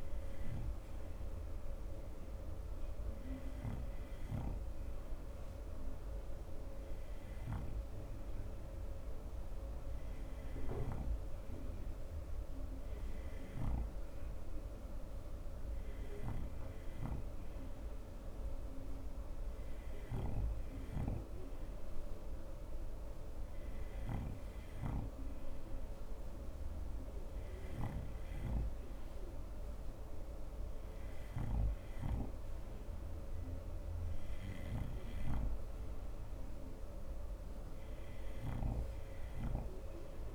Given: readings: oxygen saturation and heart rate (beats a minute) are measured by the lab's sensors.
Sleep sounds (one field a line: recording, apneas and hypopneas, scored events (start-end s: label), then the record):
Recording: breathing in sleep by a room microphone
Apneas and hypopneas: none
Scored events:
none scored
From the record:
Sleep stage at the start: N2 (light sleep)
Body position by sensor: on the front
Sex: male